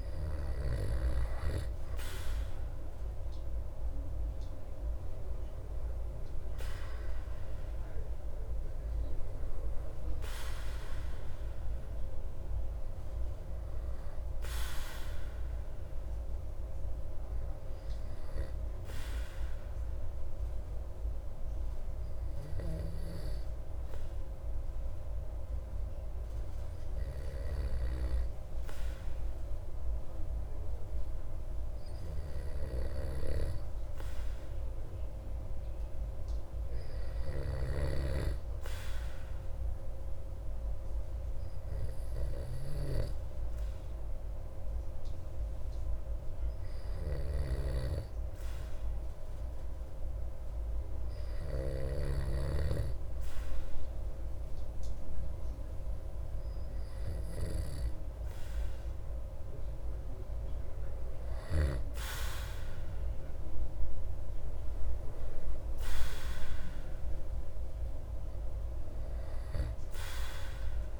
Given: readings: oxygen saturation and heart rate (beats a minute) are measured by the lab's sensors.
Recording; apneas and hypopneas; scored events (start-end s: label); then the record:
breathing in sleep by a room microphone; 1
2.50-7.00 s: arousal
18.50-58.00 s: hypopnea (oxygen 98% before, 94% lowest)
37.50-52.00 s: snoring (device-marked)
60.00-64.00 s: arousal
From the record:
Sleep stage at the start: N2 (light sleep); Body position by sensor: on the back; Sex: male